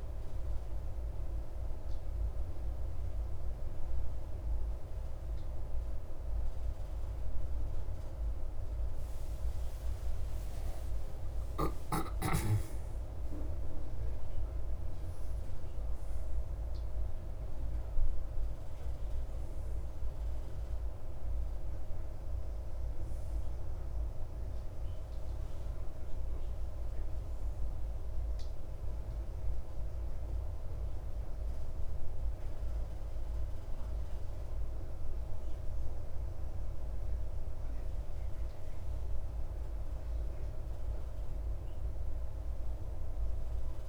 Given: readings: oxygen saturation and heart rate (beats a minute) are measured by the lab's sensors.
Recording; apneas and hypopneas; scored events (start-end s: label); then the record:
breathing in sleep, hard to hear, by a room microphone; none
10.00-13.50 s: arousal
From the record:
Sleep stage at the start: N1 (lightest sleep); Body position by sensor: on the left side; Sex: male